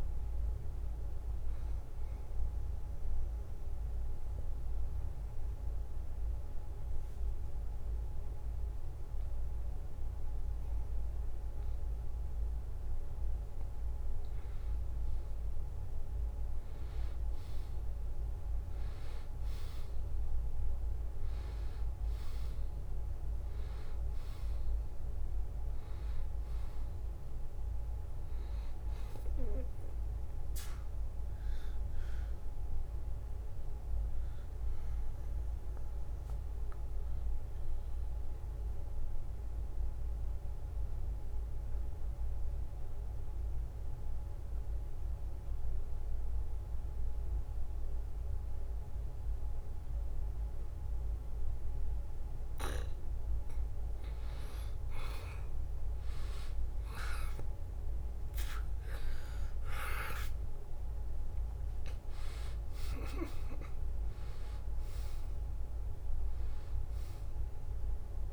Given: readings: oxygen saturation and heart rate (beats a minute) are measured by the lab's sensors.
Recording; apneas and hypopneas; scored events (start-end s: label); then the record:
breathing in sleep, hard to hear, by a room microphone; 2
0.00-7.50 s: oxygen desaturation (device-marked, oxygen 88% lowest, heart rate 69 extreme)
2.50-14.50 s: obstructive apnea (oxygen 94% before, 86% lowest, heart rate 75 before, 69 extreme, up 2 after)
17.50-21.50 s: arousal
21.50-38.50 s: oxygen desaturation (device-marked, oxygen 95% before, 89% lowest, heart rate 72 before, 70 extreme)
35.00-53.00 s: obstructive apnea (oxygen 95% before, 86% lowest, heart rate 72 before, 70 extreme, up 3 after)
56.50-68.33 s: oxygen desaturation (device-marked, oxygen 95% before, 86% lowest, heart rate 71 before, 70 extreme)
58.00-61.50 s: arousal
From the record:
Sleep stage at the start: N2 (light sleep); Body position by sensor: on the back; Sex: male